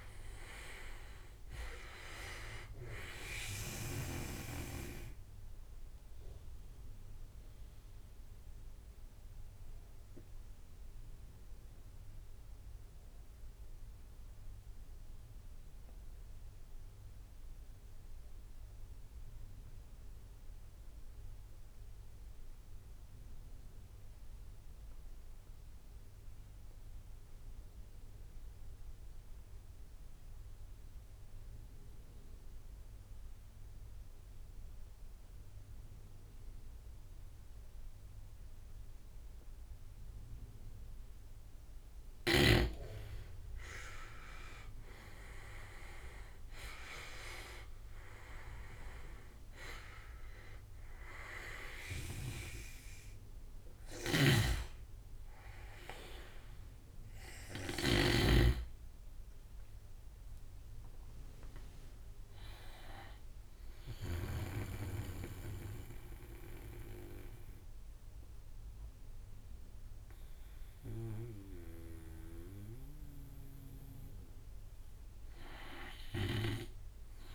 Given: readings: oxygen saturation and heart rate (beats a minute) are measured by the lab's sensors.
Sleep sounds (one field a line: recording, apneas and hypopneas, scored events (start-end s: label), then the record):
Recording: breathing in sleep by a room microphone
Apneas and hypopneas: 1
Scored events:
0.00-21.00 s: oxygen desaturation (device-marked, oxygen 88% lowest)
4.50-39.00 s: obstructive apnea (oxygen 99% before, 85% lowest)
32.00-68.00 s: oxygen desaturation (device-marked, oxygen 99% before, 85% lowest)
51.00-63.50 s: snoring (device-marked)
58.00-62.00 s: arousal
From the record:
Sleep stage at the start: N2 (light sleep)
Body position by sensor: on the right side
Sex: male